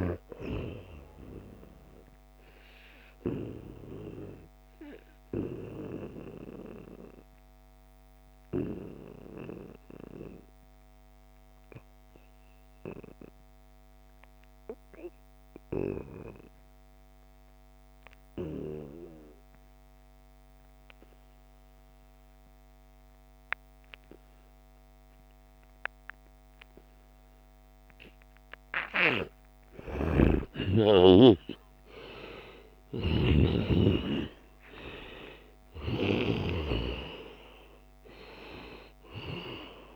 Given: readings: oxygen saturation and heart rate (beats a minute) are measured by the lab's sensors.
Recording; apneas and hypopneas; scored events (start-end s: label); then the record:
breathing in sleep by a microphone on the trachea; 1
0.00-10.50 s: oxygen desaturation (device-marked, oxygen 88% lowest, heart rate 70 extreme)
2.50-28.00 s: obstructive apnea (oxygen 97% before, 88% lowest, heart rate 74 before, 71 extreme, up 5 after)
29.50-33.50 s: snoring (device-marked)
29.50-34.00 s: arousal
31.50-39.96 s: oxygen desaturation (device-marked, oxygen 97% before, 90% lowest, heart rate 73 before, 72 extreme)
From the record:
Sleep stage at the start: N2 (light sleep); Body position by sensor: on the back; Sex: male